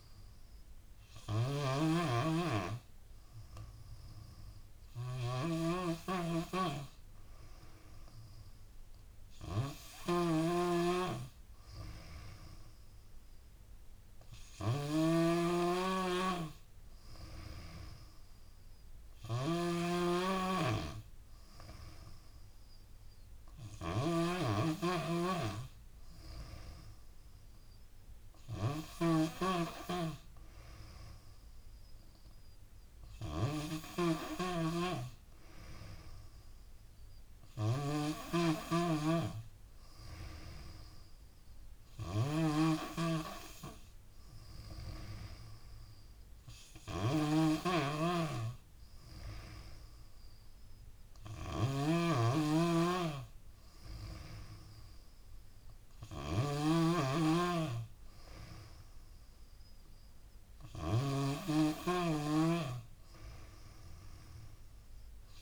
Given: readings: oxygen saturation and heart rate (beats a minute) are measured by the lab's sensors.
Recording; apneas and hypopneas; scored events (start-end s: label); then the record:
breathing in sleep by a room microphone; none
0.00-65.42 s: snoring (device-marked)
From the record:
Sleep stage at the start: N2 (light sleep); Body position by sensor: on the back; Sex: female